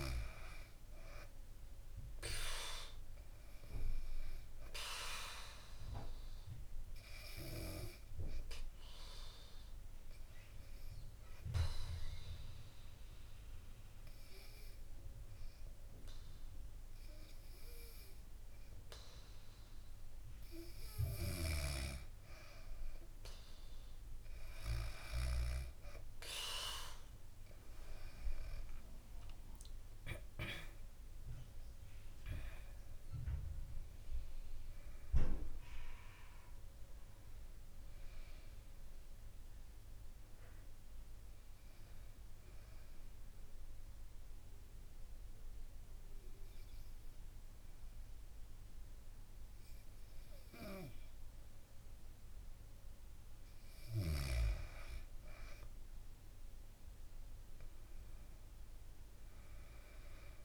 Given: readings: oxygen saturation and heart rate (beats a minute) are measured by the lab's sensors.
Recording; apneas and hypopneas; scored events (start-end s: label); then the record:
breathing in sleep by a room microphone; 2
10.50-21.00 s: obstructive apnea (oxygen 99% before, 95% lowest, heart rate 65 before, 59 extreme, up 7 after)
28.00-32.00 s: arousal
38.50-41.50 s: bradycardia (device-marked, heart rate 68 before, 63 extreme)
42.00-54.50 s: mixed apnea (oxygen 98% before, 95% lowest, heart rate 70 before, 62 extreme, up 1 after)
57.50-60.45 s: arousal
From the record:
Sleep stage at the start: N2 (light sleep); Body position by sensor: on the back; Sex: female